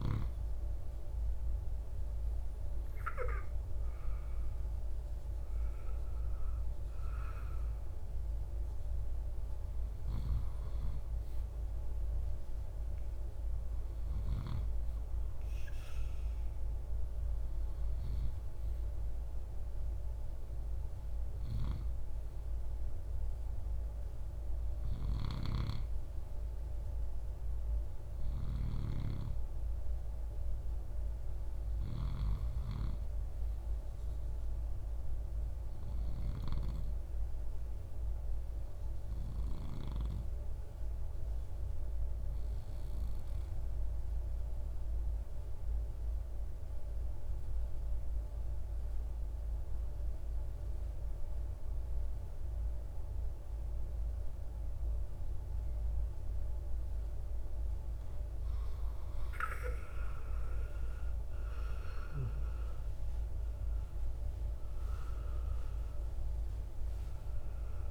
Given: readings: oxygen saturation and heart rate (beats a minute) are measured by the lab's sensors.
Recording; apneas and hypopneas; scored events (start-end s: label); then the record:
breathing in sleep by a room microphone; 1
33.00-37.50 s: arousal
41.00-57.50 s: obstructive apnea (oxygen 97% before, 90% lowest, heart rate 62 before, 57 extreme, up 22 after)
53.00-67.91 s: oxygen desaturation (device-marked, oxygen 96% before, 90% lowest, heart rate 61 before, 58 extreme)
60.00-63.50 s: arousal
From the record:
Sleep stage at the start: N2 (light sleep); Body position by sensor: on the right side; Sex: male